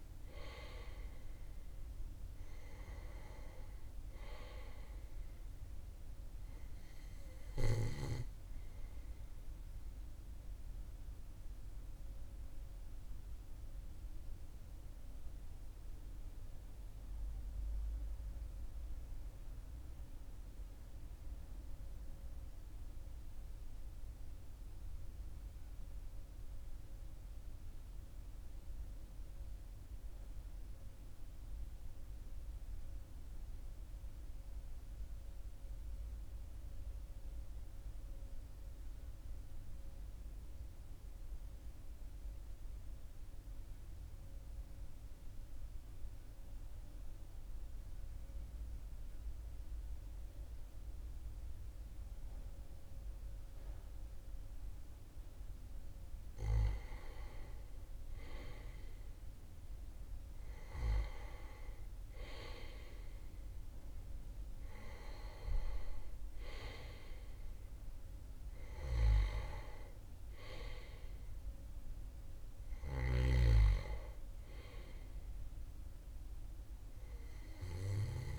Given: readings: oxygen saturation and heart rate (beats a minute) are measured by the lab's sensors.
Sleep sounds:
breathing in sleep by a room microphone; 1
6.50-25.50 s: oxygen desaturation (device-marked, oxygen 96% before, 92% lowest, heart rate 42 before, 39 extreme)
11.50-55.00 s: obstructive apnea (oxygen 97% before, 91% lowest, heart rate 42 before, 39 extreme, up 3 after)
57.50-62.00 s: arousal
From the record:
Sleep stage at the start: N2 (light sleep); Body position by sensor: on the back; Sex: male

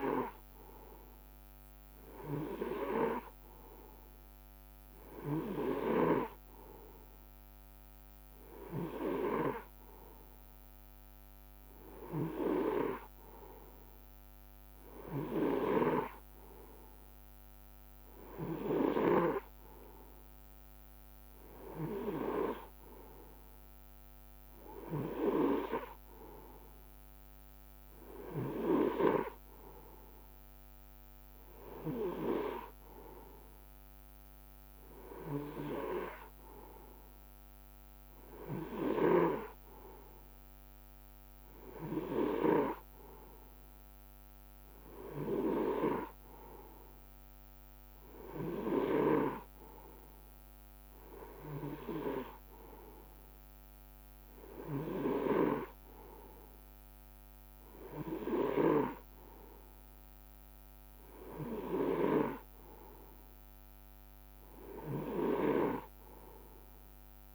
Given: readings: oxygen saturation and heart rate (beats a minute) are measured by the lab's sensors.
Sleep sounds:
breathing in sleep by a microphone on the trachea; none
none scored
From the record:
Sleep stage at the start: N2 (light sleep); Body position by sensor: on the right side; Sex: male

